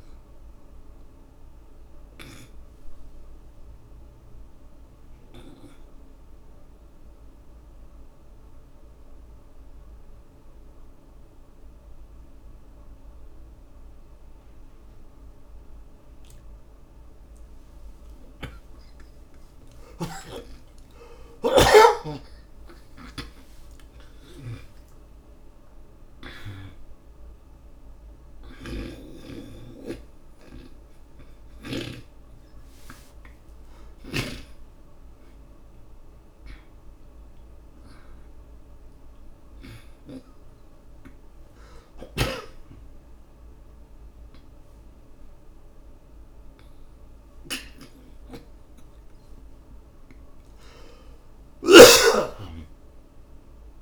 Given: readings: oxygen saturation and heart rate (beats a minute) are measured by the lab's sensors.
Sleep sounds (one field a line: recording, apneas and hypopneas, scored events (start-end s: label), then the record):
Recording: a person partly awake in a sleep study, by a room microphone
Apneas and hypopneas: 1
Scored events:
0.00-2.50 s: snoring (device-marked)
0.00-7.00 s: oxygen desaturation (device-marked, oxygen 73% lowest, heart rate 49 extreme)
3.50-20.50 s: obstructive apnea (oxygen 92% before, 74% lowest, heart rate 77 before, 49 extreme)
20.00-32.00 s: snoring (device-marked)
28.00-53.82 s: new sleep stage, awake
33.00-43.00 s: oxygen desaturation (device-marked, oxygen 94% before, 75% lowest, heart rate 82 before, 55 extreme)
42.00-53.82 s: snoring (device-marked)
From the record:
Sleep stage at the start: N2 (light sleep)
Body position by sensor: on the back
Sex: male